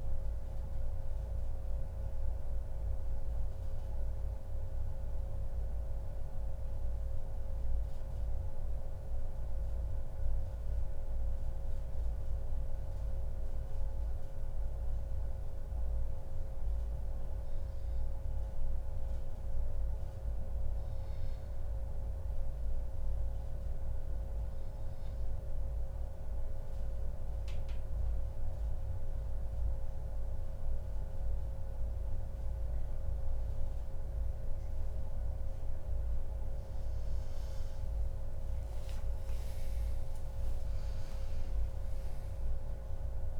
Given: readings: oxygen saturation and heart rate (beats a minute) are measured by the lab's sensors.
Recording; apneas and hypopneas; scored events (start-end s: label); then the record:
breathing in sleep, hard to hear, by a room microphone; 1
10.00-40.00 s: new sleep stage, N2 (light sleep)
12.00-22.50 s: hypopnea (oxygen 96% before, 93% lowest, heart rate 142 before, 86 extreme, up 0 after)
27.50-29.50 s: long interval between heartbeats (device-marked, heart rate 143 before, 132 extreme)
32.50-34.50 s: long interval between heartbeats (device-marked, heart rate 138 before, 86 extreme)
37.50-42.00 s: arousal
40.00-43.40 s: new sleep stage, N1 (lightest sleep)
From the record:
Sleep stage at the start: N1 (lightest sleep); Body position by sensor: on the back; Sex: male